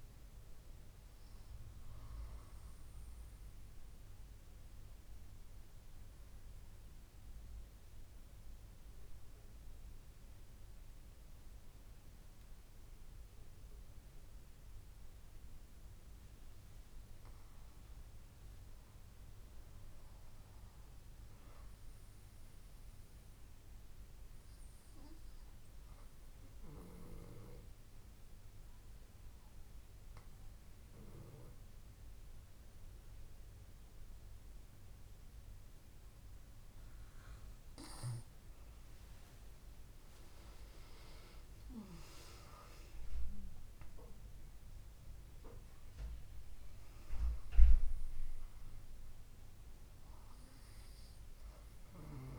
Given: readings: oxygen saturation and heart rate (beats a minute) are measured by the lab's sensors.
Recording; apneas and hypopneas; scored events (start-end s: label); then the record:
breathing in sleep by a room microphone; 2
4.50-17.50 s: obstructive apnea (oxygen 99% before, 95% lowest)
20.00-23.00 s: arousal
28.00-38.50 s: obstructive apnea (oxygen 99% before, 95% lowest)
40.00-43.00 s: arousal
From the record:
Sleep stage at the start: N2 (light sleep); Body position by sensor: on the back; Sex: female